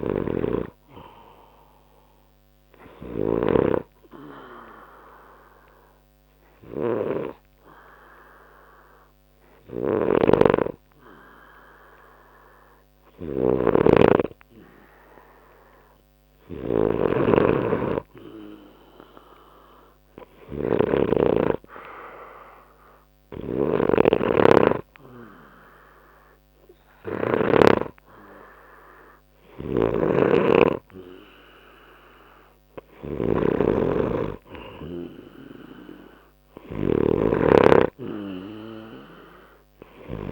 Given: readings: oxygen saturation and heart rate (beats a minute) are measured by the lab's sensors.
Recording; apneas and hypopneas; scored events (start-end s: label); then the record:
breathing in sleep by a microphone on the trachea; 1
0.00-3.50 s: snoring (device-marked)
0.00-9.50 s: oxygen desaturation (device-marked, oxygen 89% lowest, heart rate 63 extreme)
5.50-31.50 s: hypopnea (oxygen 93% before, 88% lowest, heart rate 65 before, 63 extreme, up 1 after)
10.00-27.50 s: snoring (device-marked)
23.50-38.50 s: oxygen desaturation (device-marked, oxygen 94% before, 91% lowest, heart rate 64 before, 63 extreme)
29.50-40.32 s: snoring (device-marked)
From the record:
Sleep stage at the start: N2 (light sleep); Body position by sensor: on the back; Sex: male